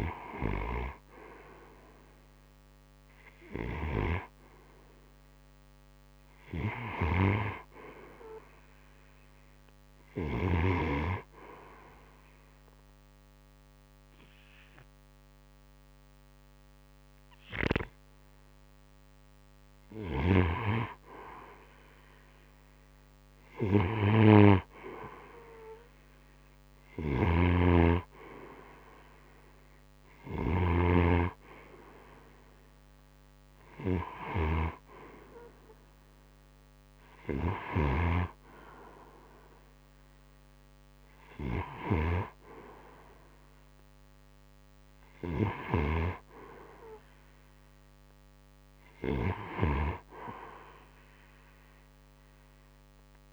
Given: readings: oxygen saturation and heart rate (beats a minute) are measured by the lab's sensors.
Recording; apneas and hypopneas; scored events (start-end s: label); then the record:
breathing in sleep by a microphone on the trachea; 1
1.50-6.00 s: arousal
10.50-20.50 s: obstructive apnea (oxygen 93% before, 88% lowest)
23.50-28.00 s: arousal
26.00-34.00 s: snoring (device-marked)
32.50-43.50 s: oxygen desaturation (device-marked, oxygen 92% before, 88% lowest)
48.50-53.32 s: snoring (device-marked)
From the record:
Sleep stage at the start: N2 (light sleep); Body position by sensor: on the right side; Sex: male